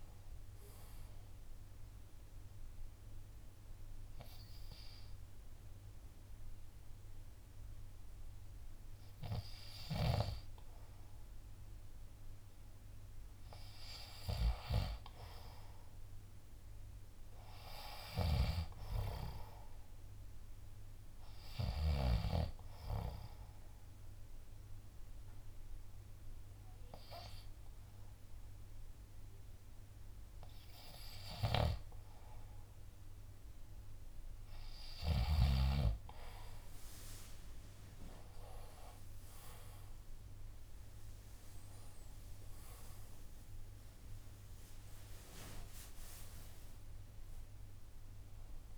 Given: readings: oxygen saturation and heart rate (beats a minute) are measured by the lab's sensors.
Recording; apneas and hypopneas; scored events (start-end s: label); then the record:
breathing in sleep by a room microphone; 2
0.00-11.00 s: oxygen desaturation (device-marked, oxygen 88% lowest)
2.50-13.50 s: obstructive apnea (oxygen 93% before, 88% lowest)
16.00-19.50 s: arousal
22.00-40.00 s: oxygen desaturation (device-marked, oxygen 95% before, 88% lowest)
24.50-35.00 s: obstructive apnea (oxygen 95% before, 88% lowest)
37.50-43.00 s: arousal
From the record:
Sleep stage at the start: N2 (light sleep); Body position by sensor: on the left side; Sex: male